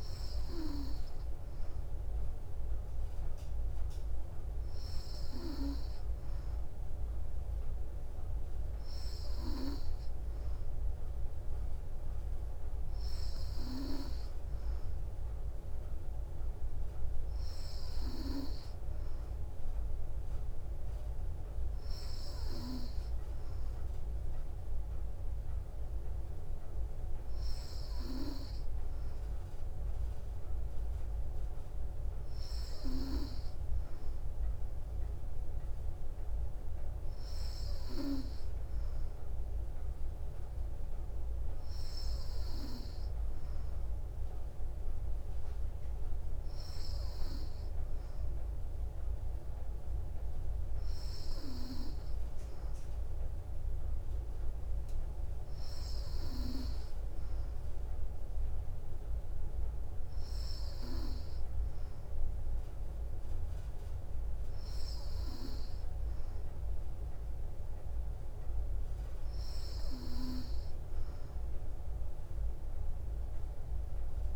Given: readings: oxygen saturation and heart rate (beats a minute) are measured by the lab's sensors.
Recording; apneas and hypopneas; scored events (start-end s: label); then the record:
breathing in sleep by a room microphone; none
none scored
From the record:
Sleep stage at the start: N3 (deep sleep); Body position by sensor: on the back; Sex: female